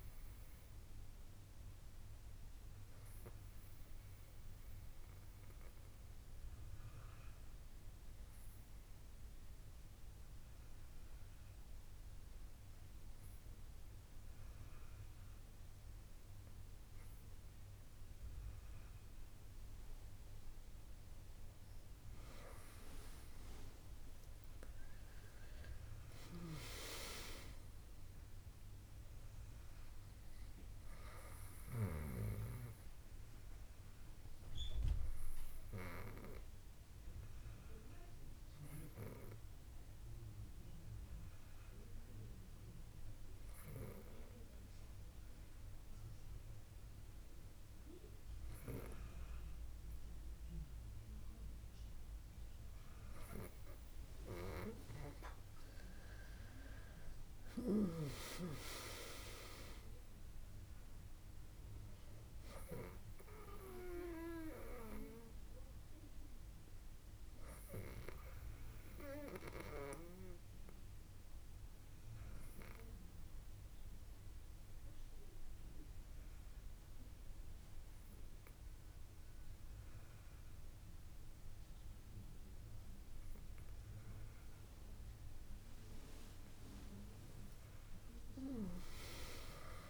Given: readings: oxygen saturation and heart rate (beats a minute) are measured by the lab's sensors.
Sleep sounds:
breathing in sleep by a room microphone; 3
0.00-4.00 s: oxygen desaturation (device-marked, oxygen 94% lowest, heart rate 63 extreme)
2.00-20.50 s: obstructive apnea (oxygen 97% before, 94% lowest, heart rate 71 before, 64 extreme, up 6 after)
23.00-27.50 s: arousal
31.50-53.00 s: obstructive apnea (oxygen 98% before, 96% lowest, heart rate 71 before, 63 extreme, up 8 after)
56.00-60.00 s: arousal
70.50-85.50 s: obstructive apnea (oxygen 98% before, 96% lowest, heart rate 70 before, 63 extreme, up 5 after)
87.50-89.89 s: arousal
From the record:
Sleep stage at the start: N2 (light sleep); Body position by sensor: on the back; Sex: female

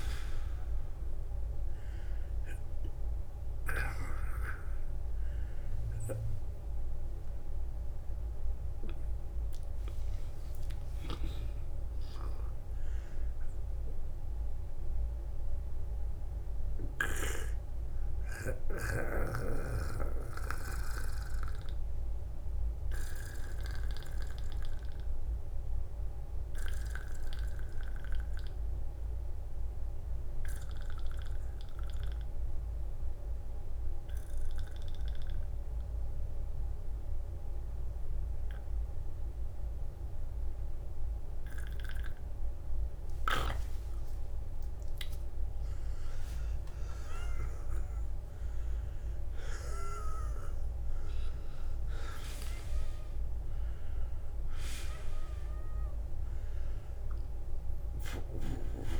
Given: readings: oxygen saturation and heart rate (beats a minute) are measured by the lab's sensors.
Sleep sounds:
breathing in sleep by a room microphone; 1
0.00-27.50 s: oxygen desaturation (device-marked, oxygen 85% lowest, heart rate 48 extreme)
10.00-14.50 s: arousal
17.00-43.00 s: hypopnea (oxygen 97% before, 80% lowest, heart rate 61 before, 48 extreme, up 9 after)
46.00-50.00 s: arousal
54.50-59.00 s: oxygen desaturation (device-marked, oxygen 95% before, 92% lowest, heart rate 53 before, 64 extreme)
From the record:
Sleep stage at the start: N2 (light sleep); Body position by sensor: on the back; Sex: male

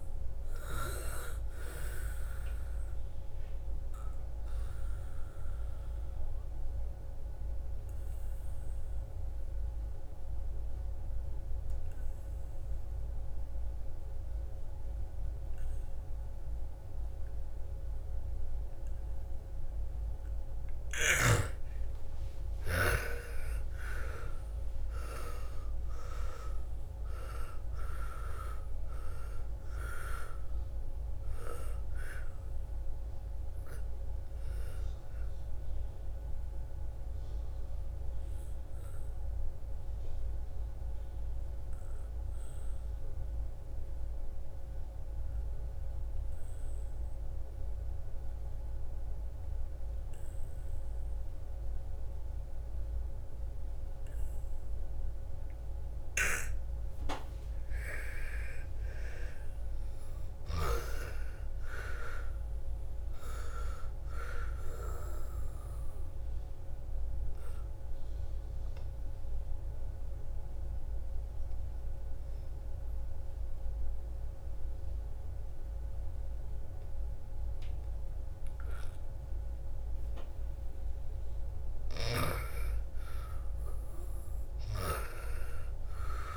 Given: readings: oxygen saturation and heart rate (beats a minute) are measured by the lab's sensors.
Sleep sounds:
breathing in sleep by a room microphone; 3
3.00-21.00 s: obstructive apnea (oxygen 99% before, 81% lowest, heart rate 58 before, 54 extreme, up 17 after)
8.50-14.50 s: oxygen desaturation (device-marked, oxygen 99% before, 91% lowest, heart rate 59 before, 56 extreme)
20.50-41.50 s: oxygen desaturation (device-marked, oxygen 98% before, 83% lowest, heart rate 57 before, 56 extreme)
23.00-26.50 s: arousal
37.50-57.00 s: obstructive apnea (oxygen 98% before, 81% lowest, heart rate 65 before, 55 extreme, up 14 after)
55.50-77.50 s: oxygen desaturation (device-marked, oxygen 99% before, 81% lowest, heart rate 59 before, 54 extreme)
58.50-62.00 s: arousal
65.00-81.00 s: obstructive apnea (oxygen 99% before, 81% lowest, heart rate 59 before, 54 extreme, up 8 after)
82.50-85.50 s: arousal
84.50-86.36 s: oxygen desaturation (device-marked, oxygen 99% before, 89% lowest, heart rate 62 before, 54 extreme)
From the record:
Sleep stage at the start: N2 (light sleep); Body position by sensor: on the back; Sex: female

